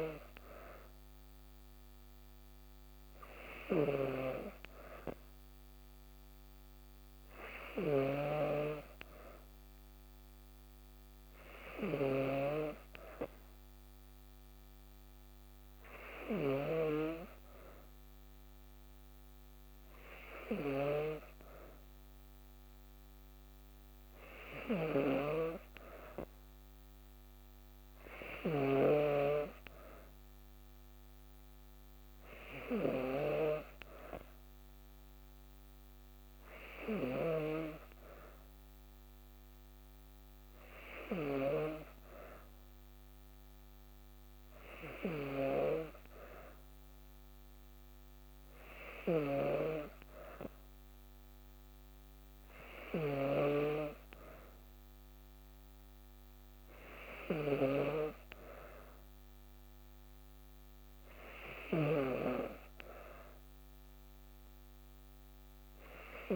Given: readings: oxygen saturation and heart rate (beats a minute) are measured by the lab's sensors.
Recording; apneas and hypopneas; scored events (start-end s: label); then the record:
breathing in sleep by a microphone on the trachea; none
none scored
From the record:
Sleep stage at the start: N2 (light sleep); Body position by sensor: on the back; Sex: female